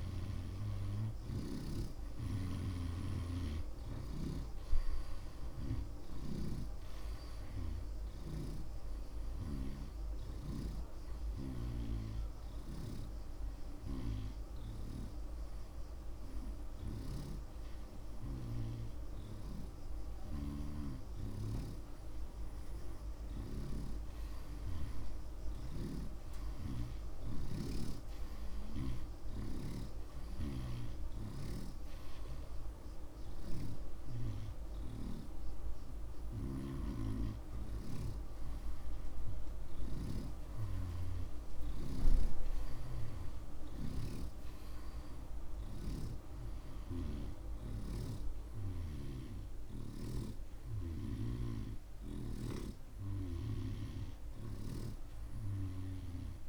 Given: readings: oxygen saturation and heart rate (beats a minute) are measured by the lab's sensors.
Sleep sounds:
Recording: breathing in sleep by a room microphone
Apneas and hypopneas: none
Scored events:
0.00-2.00 s: snoring (device-marked)
4.00-12.00 s: snoring (device-marked)
21.00-31.50 s: snoring (device-marked)
33.50-48.00 s: snoring (device-marked)
50.00-56.49 s: snoring (device-marked)
From the record:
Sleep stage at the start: N2 (light sleep)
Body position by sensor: on the right side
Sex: male

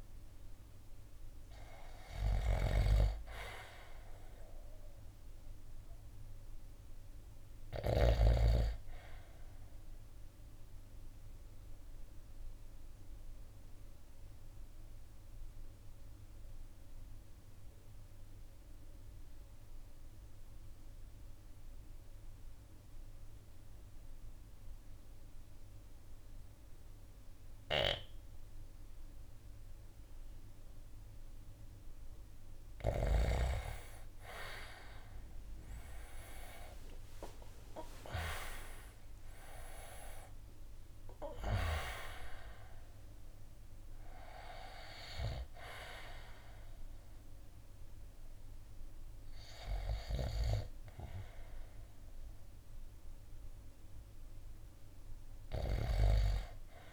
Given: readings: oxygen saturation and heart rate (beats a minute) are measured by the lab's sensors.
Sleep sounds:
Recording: breathing in sleep by a room microphone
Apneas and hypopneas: 1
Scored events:
0.00-6.50 s: oxygen desaturation (device-marked, oxygen 86% lowest, heart rate 53 extreme)
2.00-8.00 s: snoring (device-marked)
9.00-31.00 s: obstructive apnea (oxygen 96% before, 86% lowest, heart rate 58 before, 53 extreme, up 15 after)
17.50-38.50 s: oxygen desaturation (device-marked, oxygen 96% before, 90% lowest, heart rate 58 before, 53 extreme)
36.50-42.00 s: arousal
38.50-51.50 s: drop in pulse transit time (device-marked, heart rate 55 before, 59 extreme)
53.50-56.93 s: oxygen desaturation (device-marked, oxygen 96% before, 86% lowest, heart rate 65 before, 52 extreme)
From the record:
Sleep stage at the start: REM sleep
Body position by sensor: on the right side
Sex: male

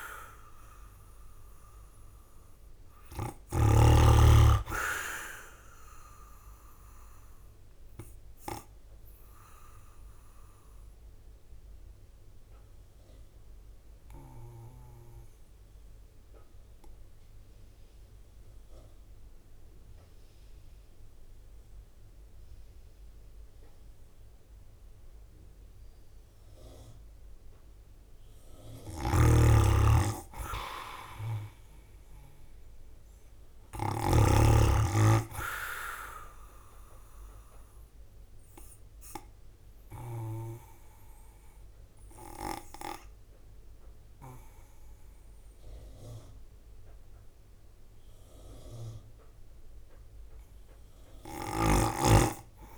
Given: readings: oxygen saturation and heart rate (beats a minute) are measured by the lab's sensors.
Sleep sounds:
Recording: breathing in sleep by a room microphone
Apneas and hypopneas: 2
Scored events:
0.00-1.50 s: arousal
2.50-16.50 s: drop in pulse transit time (device-marked, heart rate 55 before, 51 extreme)
7.50-24.50 s: obstructive apnea (oxygen 98% before, 94% lowest, heart rate 55 before, 51 extreme, up 6 after)
27.50-32.00 s: arousal
28.50-34.00 s: snoring (device-marked)
34.50-45.50 s: drop in pulse transit time (device-marked, heart rate 55 before, 53 extreme)
36.00-48.50 s: obstructive apnea (oxygen 98% before, 93% lowest, heart rate 55 before, 52 extreme, up 2 after)
50.00-52.50 s: arousal
From the record:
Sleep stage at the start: N2 (light sleep)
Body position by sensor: on the right side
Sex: male

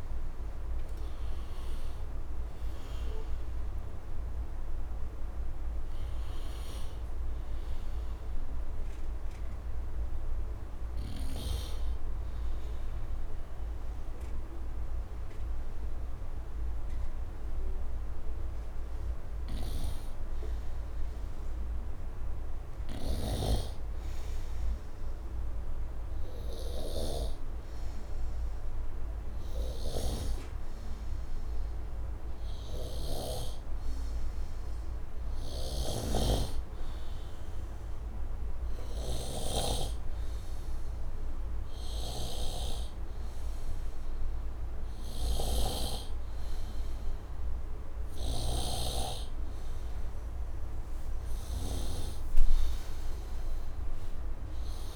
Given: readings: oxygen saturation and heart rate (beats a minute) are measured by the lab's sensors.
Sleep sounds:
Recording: breathing in sleep by a room microphone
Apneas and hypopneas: 1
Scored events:
0.00-12.00 s: oxygen desaturation (device-marked, oxygen 74% lowest, heart rate 73 extreme)
2.00-44.00 s: hypopnea (oxygen 100% before, 74% lowest, heart rate 92 before, 73 extreme, up 2 after)
19.50-52.00 s: snoring (device-marked)
31.00-53.00 s: oxygen desaturation (device-marked, oxygen 99% before, 91% lowest, heart rate 74 before, 76 extreme)
48.00-53.50 s: arousal
From the record:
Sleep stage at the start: N2 (light sleep)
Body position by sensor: on the right side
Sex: male

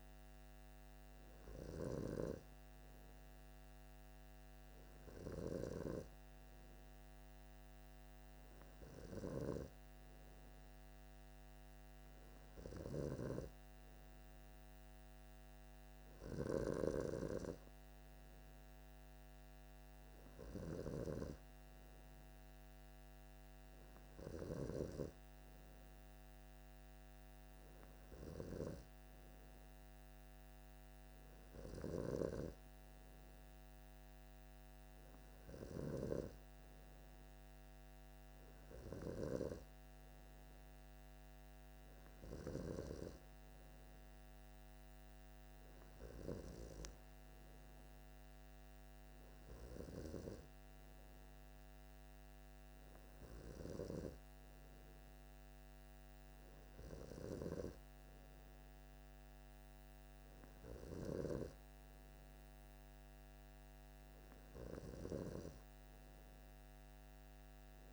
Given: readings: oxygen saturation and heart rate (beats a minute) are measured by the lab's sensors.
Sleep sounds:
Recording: breathing in sleep by a microphone on the trachea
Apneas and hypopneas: none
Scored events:
none scored
From the record:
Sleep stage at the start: N3 (deep sleep)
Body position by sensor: on the left side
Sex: male

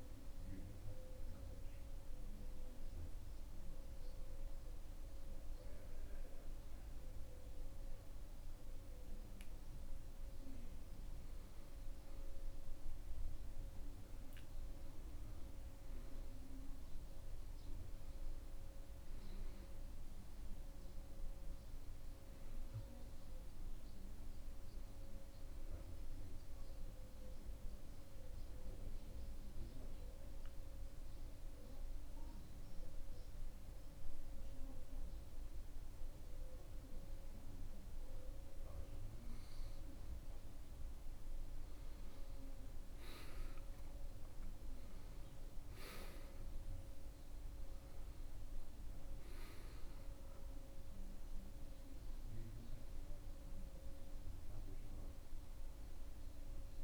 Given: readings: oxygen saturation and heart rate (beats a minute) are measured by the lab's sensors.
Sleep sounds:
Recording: breathing in sleep, hard to hear, by a room microphone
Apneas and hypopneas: 2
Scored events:
1.00-11.00 s: obstructive apnea (oxygen 95% before, 93% lowest, heart rate 95 before, 67 extreme, up 21 after)
16.50-20.00 s: arousal
29.50-41.00 s: obstructive apnea (oxygen 97% before, 93% lowest, heart rate 80 before, 66 extreme, up 17 after)
43.00-46.50 s: arousal
From the record:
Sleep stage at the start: N2 (light sleep)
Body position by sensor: on the back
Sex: male

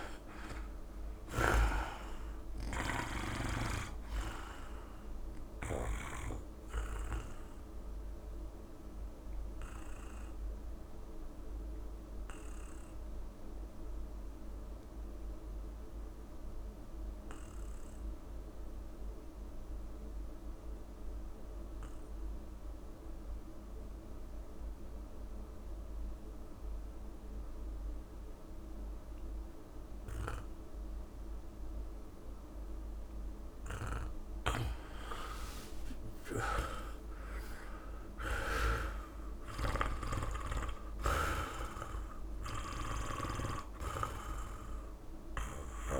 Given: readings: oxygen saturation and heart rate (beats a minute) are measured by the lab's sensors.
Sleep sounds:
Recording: breathing in sleep by a room microphone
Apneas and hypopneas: 1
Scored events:
0.00-5.50 s: snoring (device-marked)
0.00-22.00 s: oxygen desaturation (device-marked, oxygen 84% lowest)
6.50-33.00 s: obstructive apnea (oxygen 99% before, 84% lowest)
34.00-45.50 s: snoring (device-marked)
34.00-46.00 s: oxygen desaturation (device-marked, oxygen 98% before, 87% lowest)
35.00-39.00 s: arousal
From the record:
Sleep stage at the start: N2 (light sleep)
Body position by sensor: on the back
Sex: male

